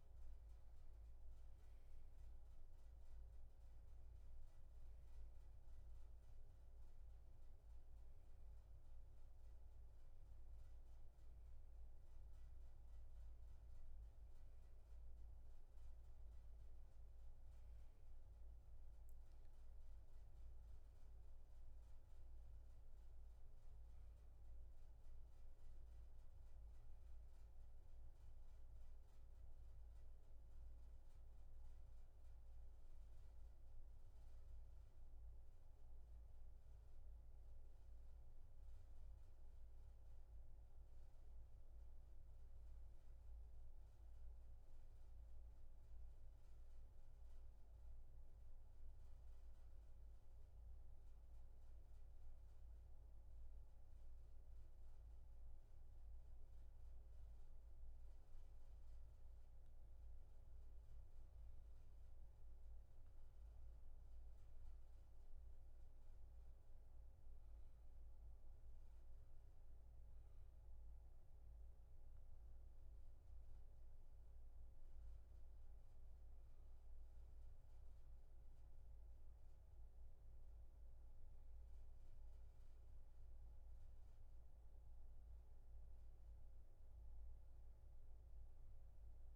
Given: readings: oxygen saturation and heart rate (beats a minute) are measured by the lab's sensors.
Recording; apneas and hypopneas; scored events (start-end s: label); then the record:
breathing in sleep, hard to hear, by a room microphone; none
64.50-81.50 s: oxygen desaturation (device-marked, oxygen 94% before, 91% lowest, heart rate 71 before, 70 extreme)
From the record:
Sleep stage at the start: N1 (lightest sleep); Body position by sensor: on the back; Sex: male